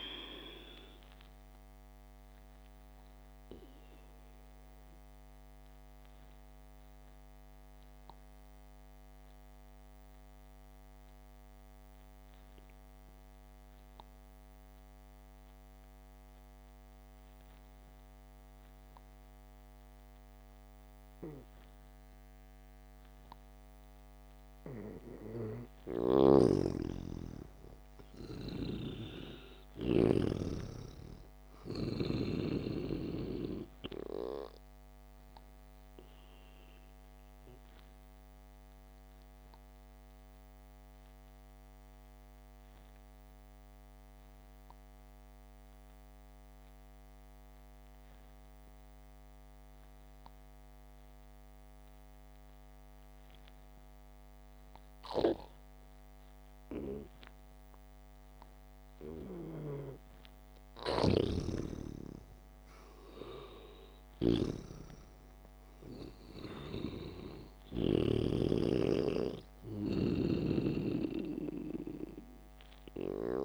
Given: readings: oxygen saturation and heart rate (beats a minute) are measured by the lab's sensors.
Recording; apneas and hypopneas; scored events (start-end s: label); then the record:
breathing in sleep by a microphone on the trachea; 2
5.50-24.00 s: obstructive apnea (oxygen 99% before, 90% lowest, heart rate 62 before, 59 extreme, up 0 after)
26.50-31.00 s: snoring (device-marked)
27.00-31.50 s: arousal
30.50-56.50 s: oxygen desaturation (device-marked, oxygen 98% before, 90% lowest, heart rate 66 before, 56 extreme)
37.50-59.50 s: obstructive apnea (oxygen 98% before, 90% lowest, heart rate 63 before, 56 extreme, up 0 after)
61.50-69.00 s: snoring (device-marked)
62.00-67.00 s: arousal
From the record:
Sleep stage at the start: N2 (light sleep); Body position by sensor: on the back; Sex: male